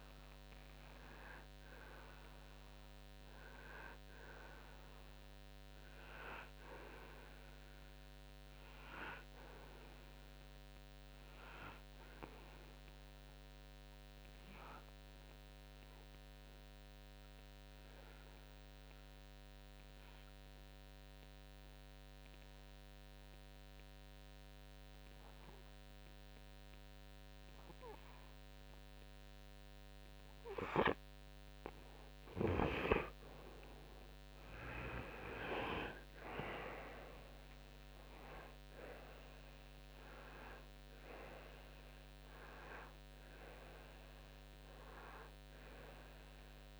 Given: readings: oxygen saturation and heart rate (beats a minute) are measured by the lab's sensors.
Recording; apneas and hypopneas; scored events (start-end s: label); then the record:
breathing in sleep by a microphone on the trachea; 1
7.00-26.00 s: oxygen desaturation (device-marked, oxygen 96% before, 93% lowest, heart rate 62 before, 55 extreme)
13.50-30.50 s: obstructive apnea (oxygen 97% before, 92% lowest, heart rate 60 before, 55 extreme, up 9 after)
34.50-39.00 s: arousal
From the record:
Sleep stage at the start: N2 (light sleep); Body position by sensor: on the back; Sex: male